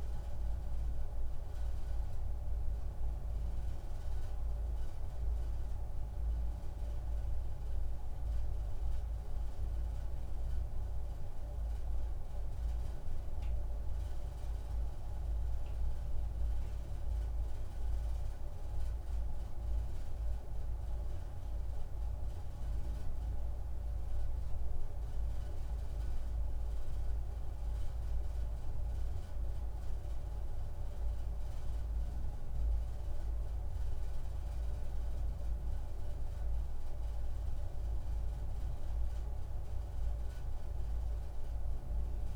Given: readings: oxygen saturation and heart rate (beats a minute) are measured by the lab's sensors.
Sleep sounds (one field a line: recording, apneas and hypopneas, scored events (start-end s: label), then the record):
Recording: breathing in sleep, hard to hear, by a room microphone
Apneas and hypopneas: none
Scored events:
none scored
From the record:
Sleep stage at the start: N2 (light sleep)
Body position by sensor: on the back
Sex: male